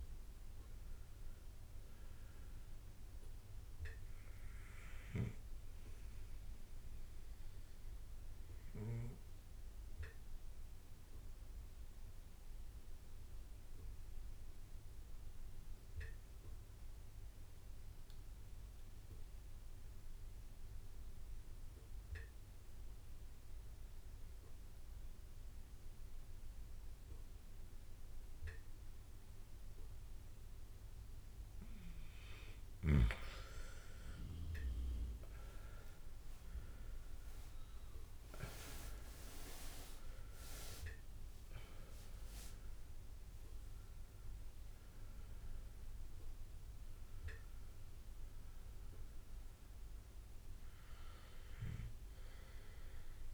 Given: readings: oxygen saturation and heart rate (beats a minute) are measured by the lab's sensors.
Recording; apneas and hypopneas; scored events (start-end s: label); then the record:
breathing in sleep by a room microphone; 1
0.00-10.00 s: bradycardia (device-marked, heart rate 54 before, 48 extreme)
0.00-11.00 s: oxygen desaturation (device-marked, oxygen 90% lowest, heart rate 48 extreme)
9.00-20.00 s: drop in pulse transit time (device-marked, heart rate 84 before, 51 extreme)
10.50-31.00 s: obstructive apnea (oxygen 98% before, 90% lowest, heart rate 81 before, 46 extreme, up 7 after)
11.00-53.34 s: bradycardia (device-marked, heart rate 55 before, 46 extreme)
33.50-37.00 s: arousal
34.00-53.34 s: oxygen desaturation (device-marked, oxygen 98% before, 91% lowest, heart rate 53 before, 46 extreme)
39.00-53.34 s: new sleep stage, N2 (light sleep)
40.00-41.00 s: drop in pulse transit time (device-marked, heart rate 54 before, 58 extreme)
47.00-50.00 s: drop in pulse transit time (device-marked, heart rate 56 before, 51 extreme)
From the record:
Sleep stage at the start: REM sleep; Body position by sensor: on the left side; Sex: male